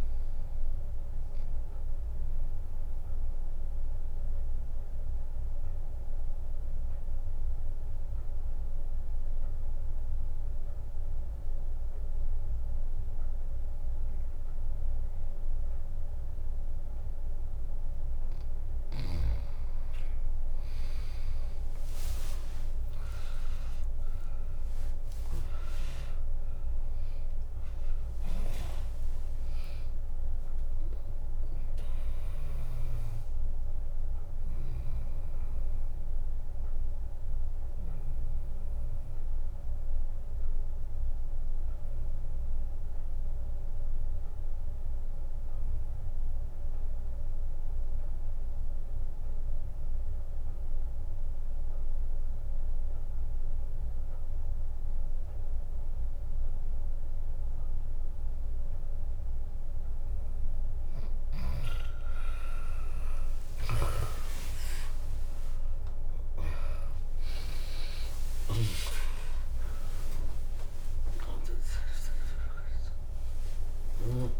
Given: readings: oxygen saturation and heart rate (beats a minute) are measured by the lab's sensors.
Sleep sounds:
breathing in sleep by a room microphone; 2
0.00-9.00 s: drop in pulse transit time (device-marked, heart rate 58 extreme)
0.50-17.00 s: obstructive apnea (oxygen 100% before, 95% lowest, heart rate 61 before, 54 extreme, up 11 after)
12.00-19.00 s: bradycardia (device-marked, heart rate 71 before, 54 extreme)
22.00-28.00 s: arousal
24.00-35.00 s: drop in pulse transit time (device-marked, heart rate 65 before, 67 extreme)
26.00-50.00 s: oxygen desaturation (device-marked, oxygen 100% before, 96% lowest, heart rate 64 before, 54 extreme)
35.00-37.00 s: bradycardia (device-marked, heart rate 71 before, 66 extreme)
37.00-58.00 s: obstructive apnea (oxygen 100% before, 93% lowest, heart rate 67 before, 54 extreme, up 0 after)
50.00-64.00 s: bradycardia (device-marked, heart rate 71 before, 54 extreme)
63.00-69.00 s: arousal
63.00-69.50 s: snoring (device-marked)
67.00-74.40 s: drop in pulse transit time (device-marked, heart rate 58 before, 60 extreme)
67.00-74.40 s: oxygen desaturation (device-marked, oxygen 99% before, 95% lowest, heart rate 58 before, 55 extreme)
68.00-73.00 s: tachycardia (device-marked, heart rate 70 before, 118 extreme)
70.00-72.00 s: long interval between heartbeats (device-marked, heart rate 59 before, 97 extreme)
From the record:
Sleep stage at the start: N2 (light sleep); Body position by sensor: on the back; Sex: female

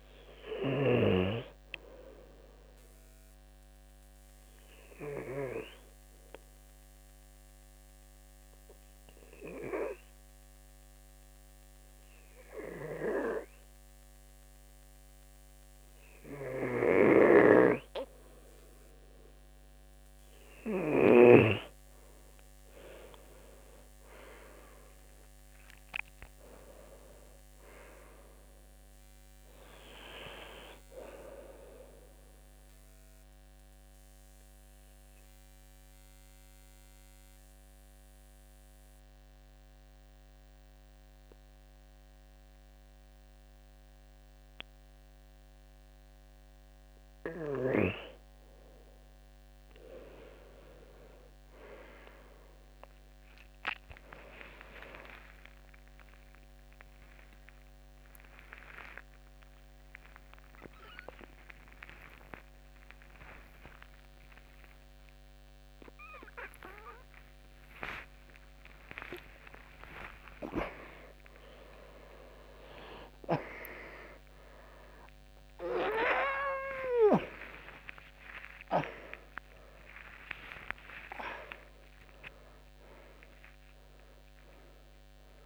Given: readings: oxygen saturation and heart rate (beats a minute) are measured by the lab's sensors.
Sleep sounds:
breathing in sleep by a microphone on the trachea; 2
4.00-16.00 s: obstructive apnea (oxygen 97% before, 92% lowest, heart rate 73 before, 65 extreme, up 21 after)
23.00-27.50 s: arousal
32.50-47.50 s: obstructive apnea (oxygen 96% before, 92% lowest, heart rate 80 before, 66 extreme, up 21 after)
66.00-85.46 s: new sleep stage, awake
From the record:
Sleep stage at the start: N2 (light sleep); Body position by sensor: on the left side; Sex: male

